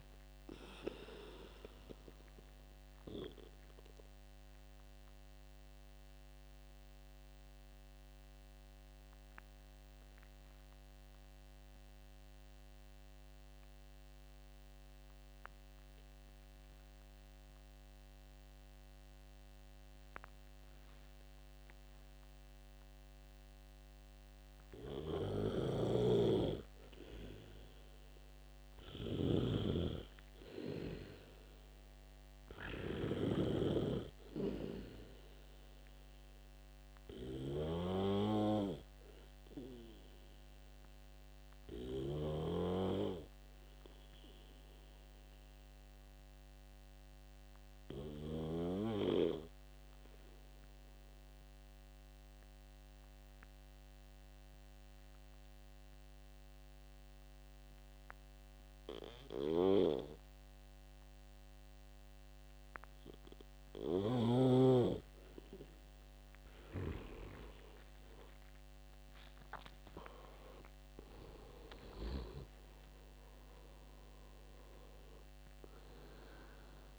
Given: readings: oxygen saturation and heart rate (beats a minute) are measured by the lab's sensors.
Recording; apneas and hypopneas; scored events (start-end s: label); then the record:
breathing in sleep by a microphone on the trachea; 2
0.00-23.00 s: oxygen desaturation (device-marked, oxygen 87% lowest, heart rate 66 extreme)
4.50-25.50 s: obstructive apnea (oxygen 98% before, 87% lowest, heart rate 75 before, 65 extreme, up 5 after)
27.00-30.50 s: arousal
44.00-55.00 s: oxygen desaturation (device-marked, oxygen 95% before, 88% lowest, heart rate 75 before, 65 extreme)
45.50-64.50 s: obstructive apnea (oxygen 98% before, 88% lowest, heart rate 75 before, 66 extreme, up 17 after)
67.50-72.00 s: arousal
69.00-76.99 s: oxygen desaturation (device-marked, oxygen 97% before, 92% lowest, heart rate 70 before, 66 extreme)
From the record:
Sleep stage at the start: N2 (light sleep); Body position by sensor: on the back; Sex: male